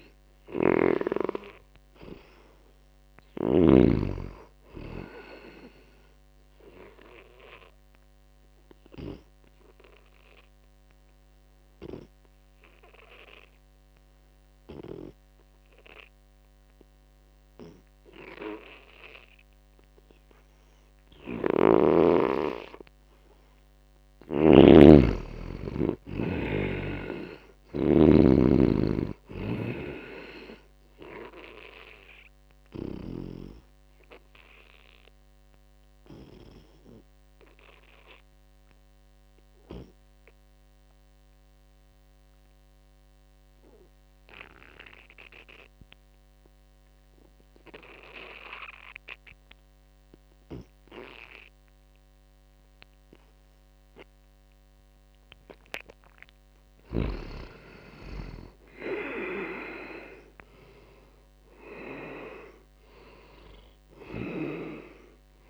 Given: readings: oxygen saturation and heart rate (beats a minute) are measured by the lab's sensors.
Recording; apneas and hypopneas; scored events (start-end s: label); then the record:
breathing in sleep by a microphone on the trachea; 2
0.00-1.00 s: snoring (device-marked)
0.00-9.50 s: oxygen desaturation (device-marked, oxygen 84% lowest)
5.50-22.50 s: obstructive apnea (oxygen 97% before, 80% lowest)
22.50-24.50 s: long interval between heartbeats (device-marked)
24.00-27.50 s: arousal
24.00-28.00 s: snoring (device-marked)
26.50-44.50 s: oxygen desaturation (device-marked, oxygen 97% before, 87% lowest)
31.00-55.00 s: obstructive apnea (oxygen 97% before, 80% lowest)
43.00-45.00 s: long interval between heartbeats (device-marked)
54.50-65.50 s: oxygen desaturation (device-marked, oxygen 97% before, 80% lowest)
56.50-58.50 s: long interval between heartbeats (device-marked)
57.00-60.50 s: arousal
64.00-65.50 s: snoring (device-marked)
From the record:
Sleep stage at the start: N2 (light sleep); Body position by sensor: on the back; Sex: male